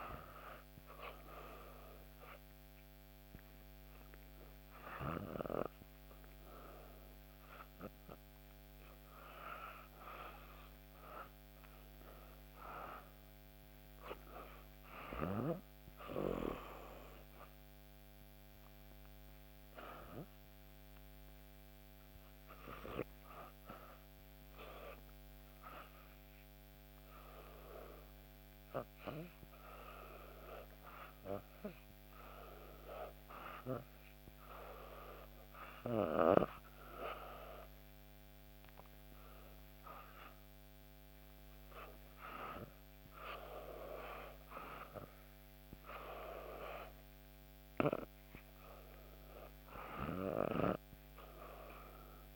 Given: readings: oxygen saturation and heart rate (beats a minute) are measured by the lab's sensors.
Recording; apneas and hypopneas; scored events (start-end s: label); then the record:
breathing in sleep by a microphone on the trachea; 2
1.00-11.50 s: hypopnea (oxygen 91% before, 85% lowest, heart rate 75 before, 74 extreme, up 1 after)
13.00-17.00 s: arousal
18.50-39.50 s: hypopnea (oxygen 92% before, 85% lowest, heart rate 74 before, 74 extreme, up 1 after)
32.50-52.36 s: oxygen desaturation (device-marked, oxygen 92% before, 85% lowest, heart rate 74 before, 74 extreme)
41.00-45.00 s: arousal
From the record:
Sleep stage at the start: REM sleep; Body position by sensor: on the back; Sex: female